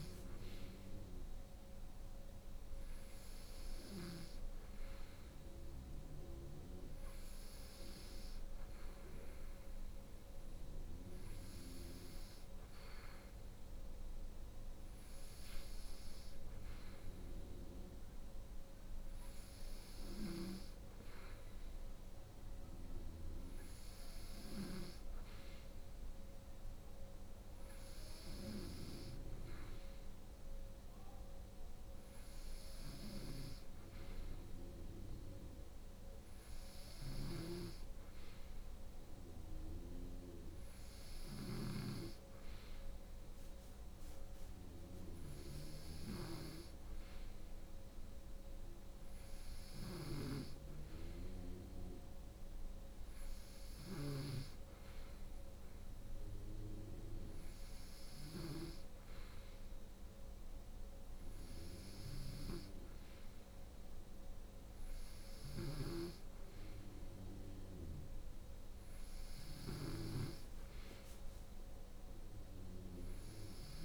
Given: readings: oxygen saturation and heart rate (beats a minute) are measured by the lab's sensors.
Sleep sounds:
breathing in sleep by a room microphone; none
0.00-3.50 s: snoring (device-marked)
19.50-73.85 s: snoring (device-marked)
From the record:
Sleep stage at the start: N2 (light sleep); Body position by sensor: on the right side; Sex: female

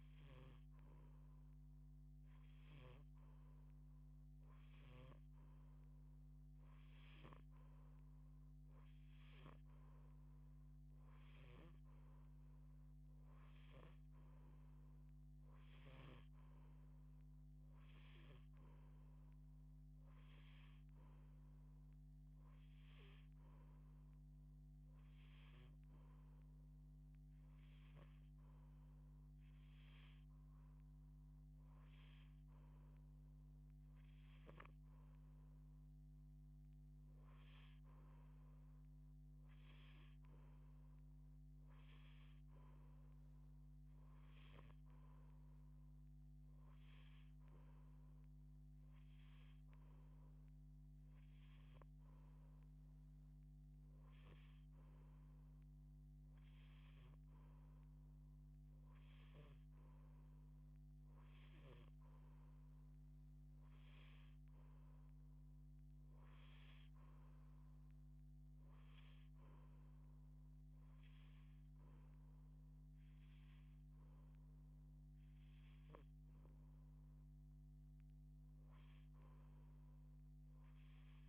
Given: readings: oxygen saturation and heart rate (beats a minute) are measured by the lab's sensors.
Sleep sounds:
breathing in sleep, hard to hear, by a microphone on the trachea; none
none scored
From the record:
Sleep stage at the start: N2 (light sleep); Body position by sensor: on the back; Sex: female

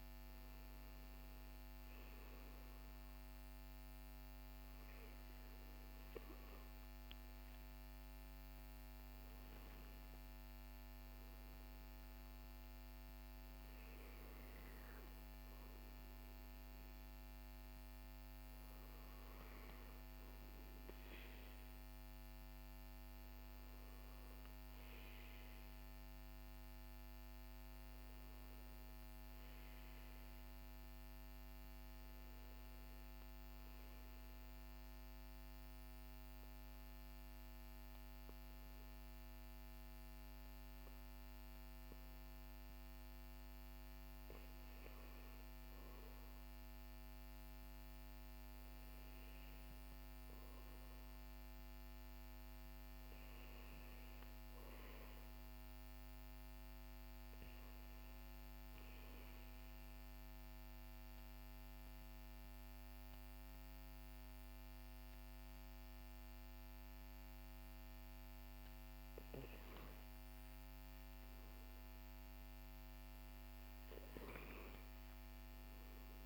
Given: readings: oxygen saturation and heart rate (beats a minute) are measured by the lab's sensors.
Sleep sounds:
breathing in sleep, hard to hear, by a microphone on the trachea; 2
32.00-42.50 s: obstructive apnea (oxygen 97% before, 95% lowest, heart rate 57 before, 58 extreme, up 2 after)
46.00-50.50 s: arousal
58.00-69.00 s: mixed apnea (oxygen 97% before, 95% lowest, heart rate 60 before, 51 extreme, up 6 after)
70.50-73.00 s: arousal
From the record:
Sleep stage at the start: REM sleep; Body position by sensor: on the back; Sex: male

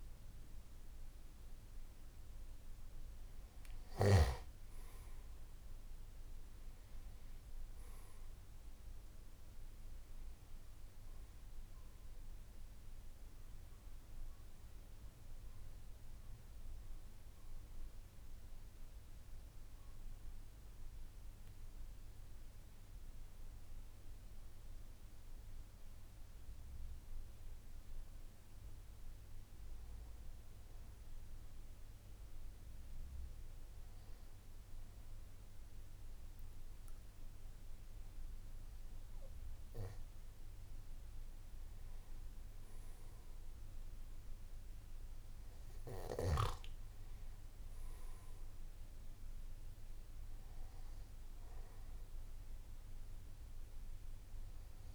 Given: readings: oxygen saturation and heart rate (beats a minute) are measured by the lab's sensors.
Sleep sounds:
breathing in sleep, hard to hear, by a room microphone; 1
0.00-17.00 s: oxygen desaturation (device-marked, oxygen 88% lowest, heart rate 53 extreme)
16.00-39.50 s: hypopnea (oxygen 96% before, 93% lowest, heart rate 60 before, 51 extreme, up 5 after)
37.00-54.95 s: oxygen desaturation (device-marked, oxygen 99% before, 95% lowest, heart rate 54 before, 51 extreme)
From the record:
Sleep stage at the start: N2 (light sleep); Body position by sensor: on the back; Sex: male

